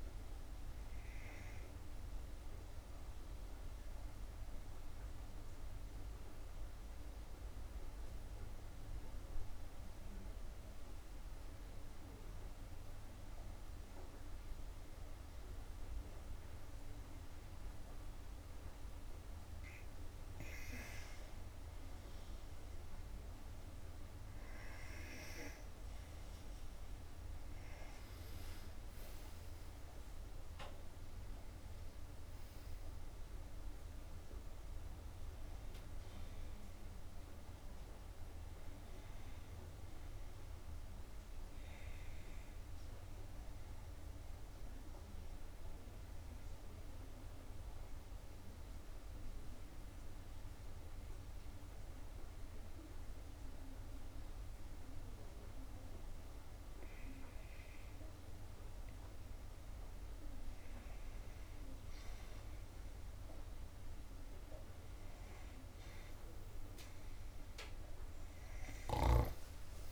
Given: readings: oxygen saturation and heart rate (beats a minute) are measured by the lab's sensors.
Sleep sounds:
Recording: breathing in sleep, hard to hear, by a room microphone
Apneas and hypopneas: 2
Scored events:
0.00-2.00 s: oxygen desaturation (device-marked, oxygen 92% lowest, heart rate 69 extreme)
2.00-19.50 s: obstructive apnea (oxygen 96% before, 92% lowest, heart rate 74 before, 67 extreme, up 4 after)
21.50-25.50 s: arousal
25.00-43.00 s: oxygen desaturation (device-marked, oxygen 97% before, 93% lowest, heart rate 70 before, 64 extreme)
44.00-60.00 s: obstructive apnea (oxygen 97% before, 91% lowest, heart rate 71 before, 64 extreme, up 5 after)
65.00-69.91 s: oxygen desaturation (device-marked, oxygen 96% before, 92% lowest, heart rate 66 before, 66 extreme)
68.00-69.91 s: arousal
From the record:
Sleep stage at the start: N2 (light sleep)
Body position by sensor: on the back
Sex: female

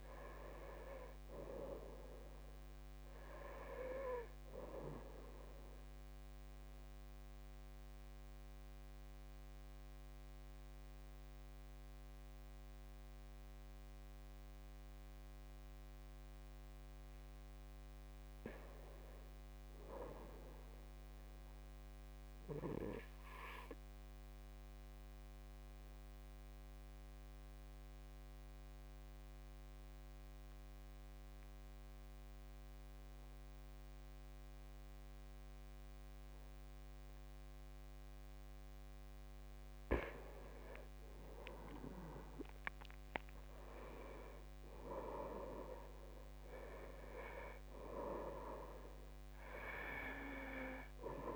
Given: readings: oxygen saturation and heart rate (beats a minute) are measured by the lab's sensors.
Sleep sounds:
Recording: breathing in sleep by a microphone on the trachea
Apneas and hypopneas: 1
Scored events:
0.00-7.50 s: oxygen desaturation (device-marked, oxygen 80% lowest, heart rate 55 extreme)
17.00-19.50 s: arousal
22.00-39.00 s: obstructive apnea (oxygen 98% before, 84% lowest, heart rate 58 before, 56 extreme, up 13 after)
26.50-51.36 s: oxygen desaturation (device-marked, oxygen 97% before, 85% lowest, heart rate 57 before, 55 extreme)
41.50-45.50 s: arousal
From the record:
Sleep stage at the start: N2 (light sleep)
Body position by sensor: on the right side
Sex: male

